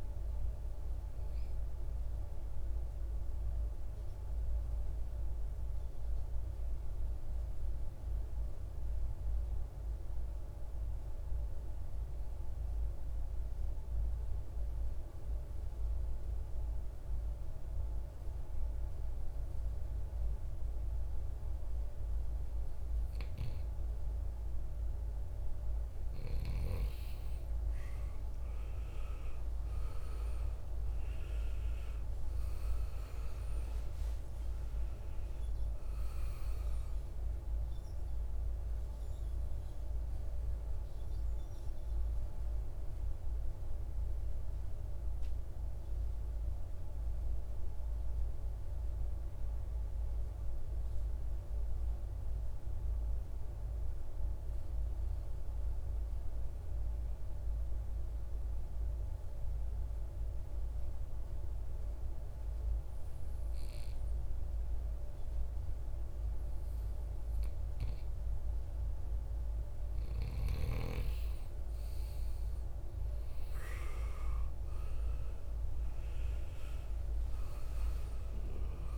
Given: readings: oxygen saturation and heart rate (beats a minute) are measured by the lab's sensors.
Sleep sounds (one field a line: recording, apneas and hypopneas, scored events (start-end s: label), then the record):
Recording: breathing in sleep, hard to hear, by a room microphone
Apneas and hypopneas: 2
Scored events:
0.00-11.00 s: oxygen desaturation (device-marked, oxygen 91% lowest, heart rate 54 extreme)
5.00-22.50 s: obstructive apnea (oxygen 96% before, 91% lowest, heart rate 66 before, 52 extreme, up 15 after)
24.00-27.00 s: arousal
28.00-51.00 s: oxygen desaturation (device-marked, oxygen 98% before, 91% lowest, heart rate 57 before, 52 extreme)
50.00-65.50 s: obstructive apnea (oxygen 98% before, 90% lowest, heart rate 62 before, 53 extreme, up 13 after)
69.00-78.98 s: oxygen desaturation (device-marked, oxygen 98% before, 90% lowest, heart rate 55 before, 52 extreme)
74.50-78.50 s: arousal
From the record:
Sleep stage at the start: N2 (light sleep)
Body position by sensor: on the right side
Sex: male